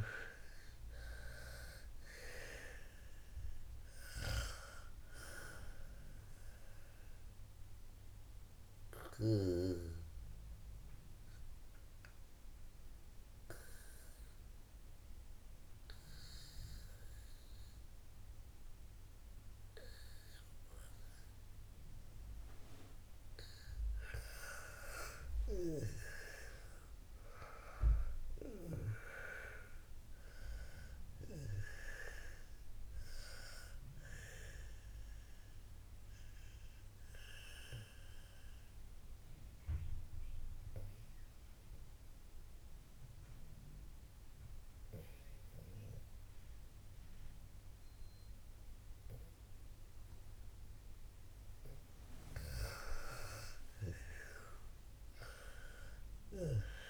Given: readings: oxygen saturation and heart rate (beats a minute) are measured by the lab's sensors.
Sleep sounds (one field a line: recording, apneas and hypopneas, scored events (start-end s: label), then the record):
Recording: breathing in sleep by a room microphone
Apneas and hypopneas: 2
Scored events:
1.00-19.00 s: oxygen desaturation (device-marked, oxygen 98% before, 95% lowest, heart rate 60 before, 55 extreme)
7.50-23.00 s: obstructive apnea (oxygen 98% before, 95% lowest, heart rate 62 before, 55 extreme, up 22 after)
25.00-29.00 s: arousal
36.00-50.00 s: obstructive apnea (oxygen 98% before, 91% lowest, heart rate 65 before, 55 extreme, up 12 after)
54.00-56.90 s: arousal
From the record:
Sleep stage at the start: N2 (light sleep)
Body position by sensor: on the back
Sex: female